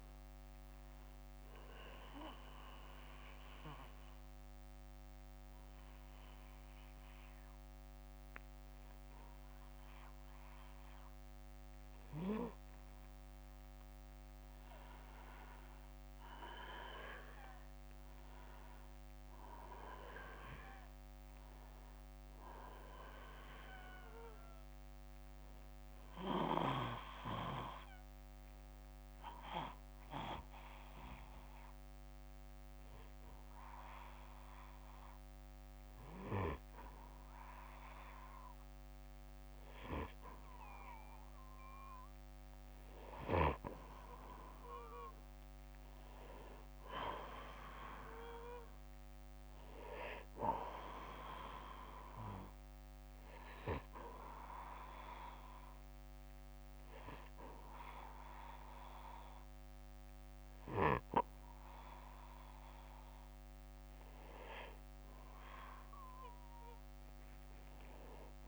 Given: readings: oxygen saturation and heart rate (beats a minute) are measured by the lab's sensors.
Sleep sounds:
breathing in sleep by a microphone on the trachea; 3
2.50-12.50 s: obstructive apnea (oxygen 97% before, 94% lowest, heart rate 73 before, 61 extreme, up 5 after)
16.00-20.00 s: arousal
25.50-38.50 s: obstructive apnea (oxygen 97% before, 94% lowest, heart rate 66 before, 61 extreme, up 5 after)
45.50-49.00 s: arousal
53.00-64.00 s: hypopnea (oxygen 97% before, 93% lowest, heart rate 64 before, 62 extreme, up 5 after)
65.00-68.48 s: arousal
From the record:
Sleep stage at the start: N2 (light sleep); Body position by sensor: on the back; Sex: male

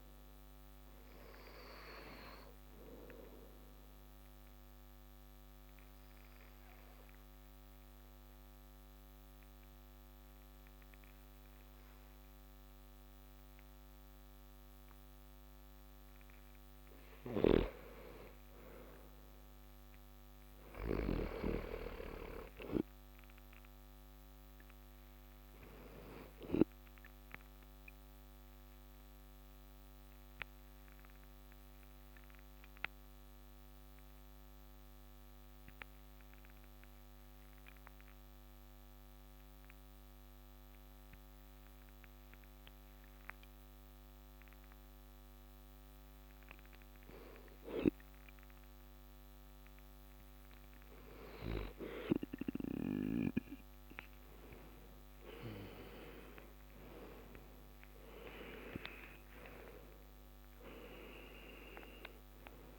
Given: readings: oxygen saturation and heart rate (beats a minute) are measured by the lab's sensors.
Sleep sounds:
breathing in sleep by a microphone on the trachea; 2
0.00-15.50 s: oxygen desaturation (device-marked, oxygen 91% lowest)
2.50-15.00 s: obstructive apnea (oxygen 97% before, 91% lowest)
16.50-20.50 s: snoring (device-marked)
18.50-22.00 s: arousal
27.00-45.50 s: obstructive apnea (oxygen 97% before, 93% lowest)
31.50-45.50 s: oxygen desaturation (device-marked, oxygen 97% before, 93% lowest)
53.00-57.00 s: arousal
From the record:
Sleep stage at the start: N2 (light sleep); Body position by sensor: on the back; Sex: male

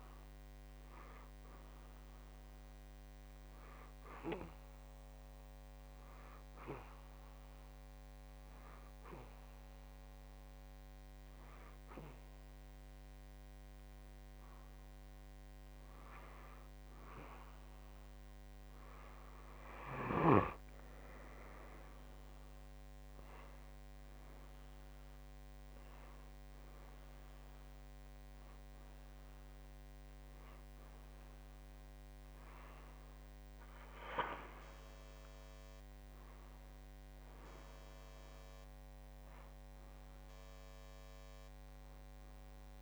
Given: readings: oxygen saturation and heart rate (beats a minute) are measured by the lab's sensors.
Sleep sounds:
breathing in sleep by a microphone on the trachea; 1
3.50-17.00 s: hypopnea (oxygen 94% before, 91% lowest, heart rate 55 before, 53 extreme, up 4 after)
19.50-23.50 s: arousal
From the record:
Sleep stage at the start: N2 (light sleep); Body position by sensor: on the back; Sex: male

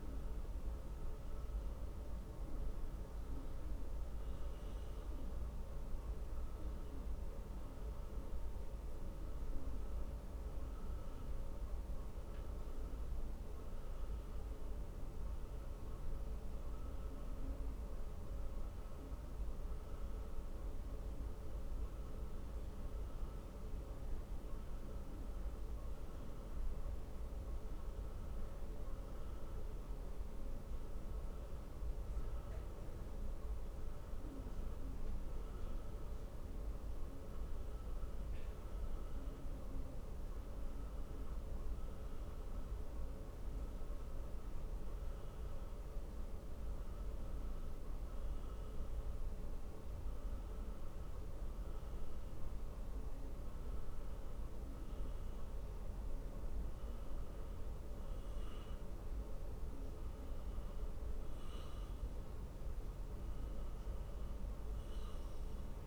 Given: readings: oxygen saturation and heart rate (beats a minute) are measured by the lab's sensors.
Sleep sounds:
a person partly awake in a sleep study, hard to hear, by a room microphone; none
3.00-65.87 s: new sleep stage, N1 (lightest sleep)
From the record:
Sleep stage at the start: awake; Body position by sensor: on the back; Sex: male

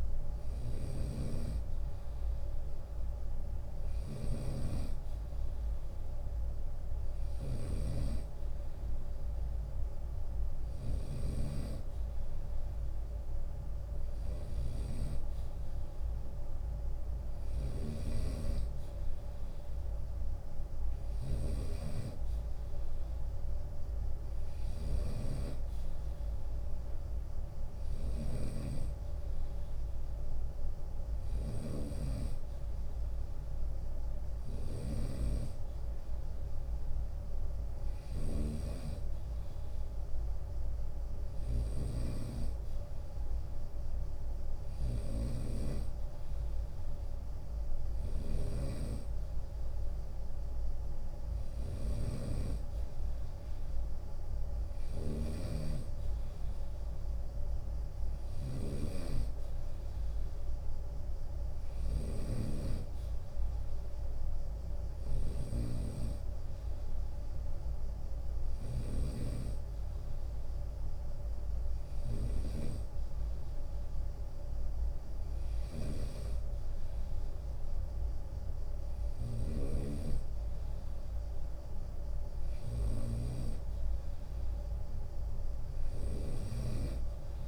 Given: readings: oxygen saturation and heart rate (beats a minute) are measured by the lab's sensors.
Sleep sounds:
breathing in sleep by a room microphone; none
0.00-11.50 s: drop in pulse transit time (device-marked, heart rate 78 extreme)
0.00-71.50 s: snoring (device-marked)
15.00-17.00 s: long interval between heartbeats (device-marked, heart rate 78 before, 70 extreme)
59.50-61.50 s: long interval between heartbeats (device-marked, heart rate 76 before, 72 extreme)
78.50-87.48 s: snoring (device-marked)
From the record:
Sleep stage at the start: N2 (light sleep); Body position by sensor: on the right side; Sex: male

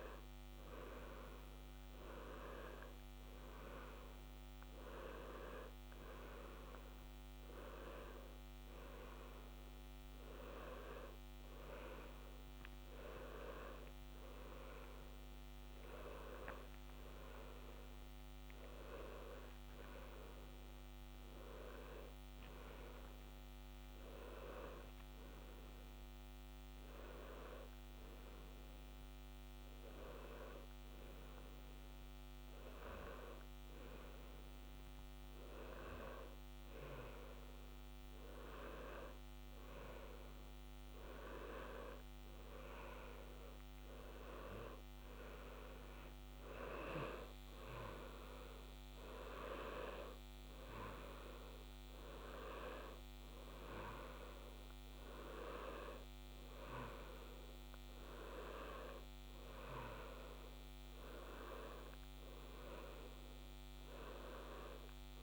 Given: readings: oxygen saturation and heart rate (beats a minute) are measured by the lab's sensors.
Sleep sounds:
breathing in sleep by a microphone on the trachea; 1
20.00-23.00 s: arousal
25.50-37.50 s: hypopnea (oxygen 94% before, 93% lowest, heart rate 60 before, 50 extreme, up 10 after)
42.00-46.50 s: arousal
From the record:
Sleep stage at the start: N1 (lightest sleep); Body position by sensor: on the left side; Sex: male

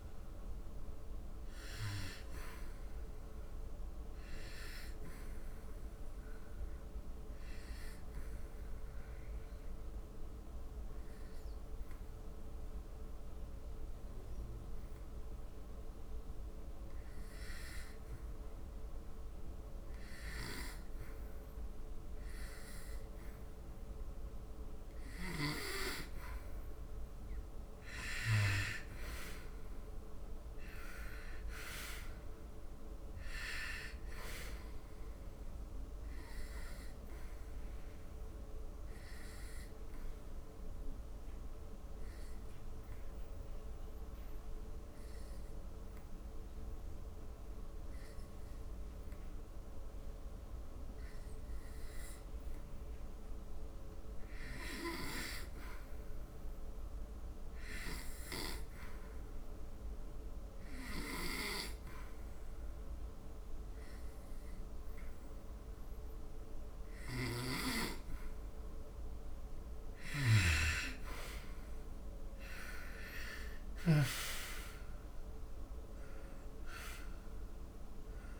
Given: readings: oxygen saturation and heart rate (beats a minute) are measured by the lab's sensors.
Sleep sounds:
breathing in sleep by a room microphone; 2
0.00-13.50 s: oxygen desaturation (device-marked, oxygen 86% lowest, heart rate 70 extreme)
4.50-24.00 s: obstructive apnea (oxygen 97% before, 86% lowest, heart rate 77 before, 70 extreme, up 1 after)
25.50-48.50 s: oxygen desaturation (device-marked, oxygen 98% before, 90% lowest, heart rate 76 before, 68 extreme)
26.50-29.50 s: arousal
35.50-69.00 s: obstructive apnea (oxygen 98% before, 88% lowest, heart rate 75 before, 68 extreme, up 13 after)
60.50-73.50 s: oxygen desaturation (device-marked, oxygen 97% before, 88% lowest, heart rate 73 before, 69 extreme)
71.50-76.00 s: arousal
From the record:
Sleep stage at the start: N2 (light sleep); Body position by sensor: on the back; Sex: male

